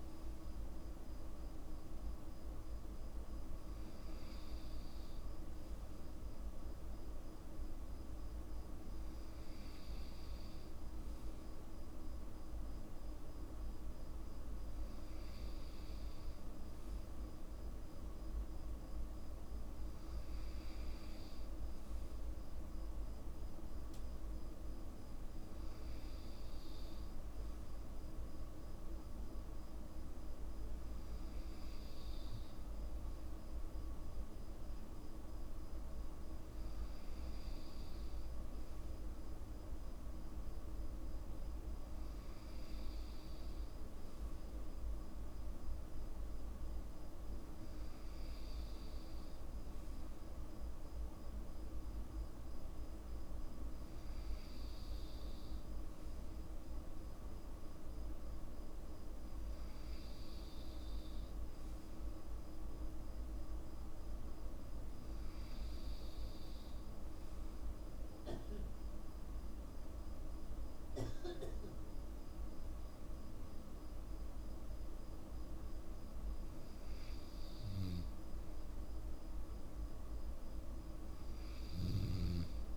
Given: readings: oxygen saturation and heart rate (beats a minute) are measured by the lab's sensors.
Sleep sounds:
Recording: breathing in sleep, hard to hear, by a room microphone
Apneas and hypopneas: none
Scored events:
none scored
From the record:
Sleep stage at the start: N2 (light sleep)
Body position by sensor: on the back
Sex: male

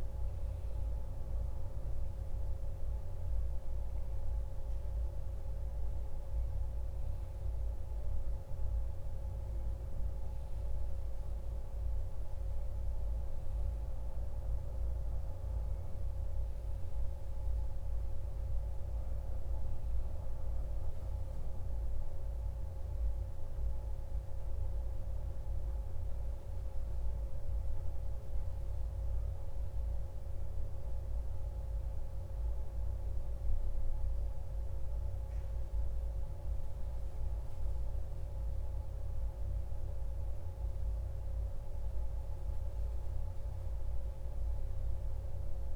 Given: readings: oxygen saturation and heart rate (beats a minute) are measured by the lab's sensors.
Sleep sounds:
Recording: breathing in sleep, hard to hear, by a room microphone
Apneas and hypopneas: none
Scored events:
none scored
From the record:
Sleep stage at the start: N1 (lightest sleep)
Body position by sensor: on the back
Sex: male

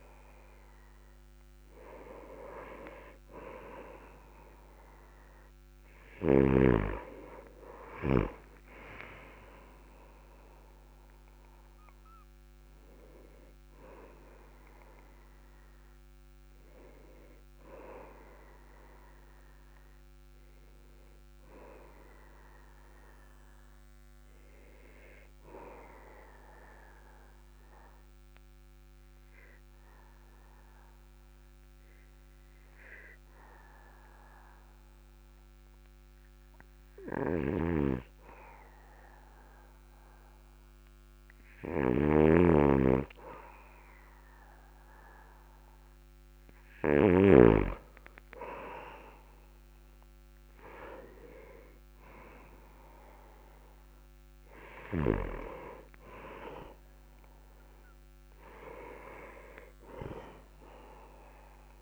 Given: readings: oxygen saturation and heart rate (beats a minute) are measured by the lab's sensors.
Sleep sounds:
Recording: breathing in sleep by a microphone on the trachea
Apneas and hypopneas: 1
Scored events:
2.00-7.00 s: arousal
26.50-39.00 s: obstructive apnea (oxygen 98% before, 96% lowest, heart rate 48 before, 45 extreme, up 9 after)
42.50-47.50 s: snoring (device-marked)
43.50-47.00 s: arousal
From the record:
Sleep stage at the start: N2 (light sleep)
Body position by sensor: on the back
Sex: male

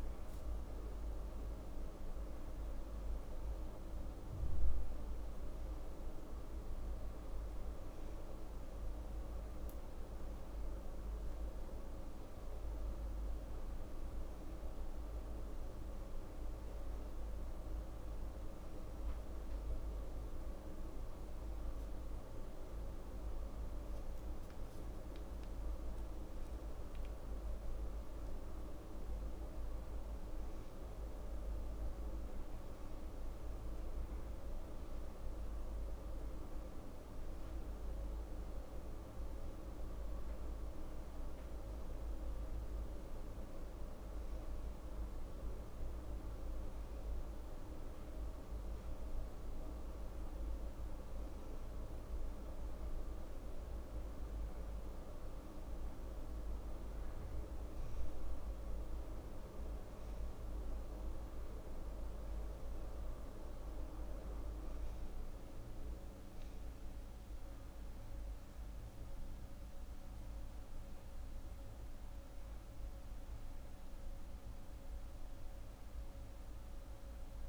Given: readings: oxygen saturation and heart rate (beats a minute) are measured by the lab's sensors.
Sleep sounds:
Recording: breathing in sleep by a room microphone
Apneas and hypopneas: none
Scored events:
72.50-77.49 s: new sleep stage, N2 (light sleep)
From the record:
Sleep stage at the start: N1 (lightest sleep)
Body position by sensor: on the right side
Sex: female

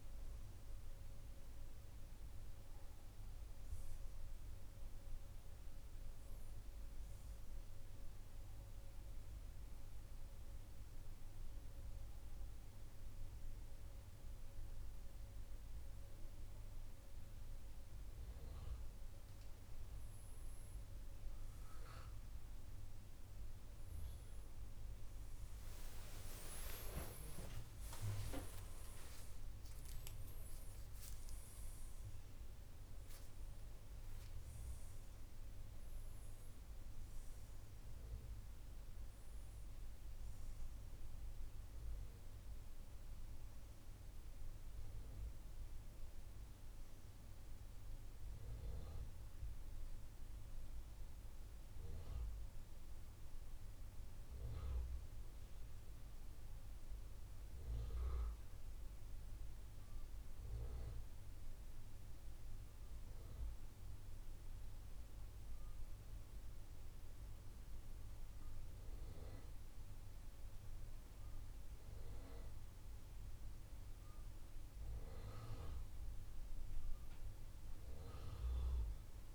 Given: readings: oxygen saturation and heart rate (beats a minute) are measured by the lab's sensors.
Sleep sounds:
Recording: breathing in sleep by a room microphone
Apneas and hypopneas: 2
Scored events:
7.50-18.50 s: central apnea (oxygen 98% before, 94% lowest, heart rate 77 before, 65 extreme, up 7 after)
11.00-79.35 s: new sleep stage, N2 (light sleep)
19.50-23.50 s: arousal
24.00-37.00 s: oxygen desaturation (device-marked, oxygen 97% before, 94% lowest, heart rate 68 before, 67 extreme)
49.00-75.00 s: hypopnea (oxygen 97% before, 93% lowest, heart rate 79 before, 65 extreme, up 5 after)
77.00-79.35 s: arousal
From the record:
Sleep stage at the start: N1 (lightest sleep)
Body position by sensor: on the back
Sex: male

